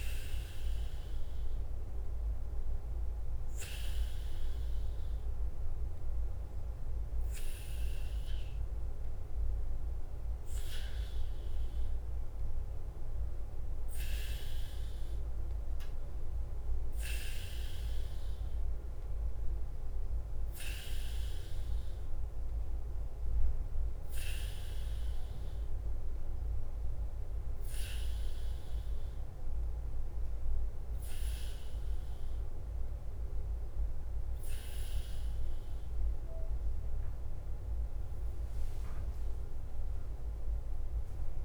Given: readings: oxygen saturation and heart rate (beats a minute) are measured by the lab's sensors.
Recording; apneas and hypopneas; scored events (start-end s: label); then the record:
breathing in sleep by a room microphone; 1
0.00-41.45 s: bradycardia (device-marked, heart rate 42 extreme)
23.00-36.50 s: obstructive apnea (oxygen 97% before, 94% lowest, heart rate 50 before, 49 extreme, up 2 after)
38.00-41.45 s: arousal
From the record:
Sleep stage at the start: N2 (light sleep); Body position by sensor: on the back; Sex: male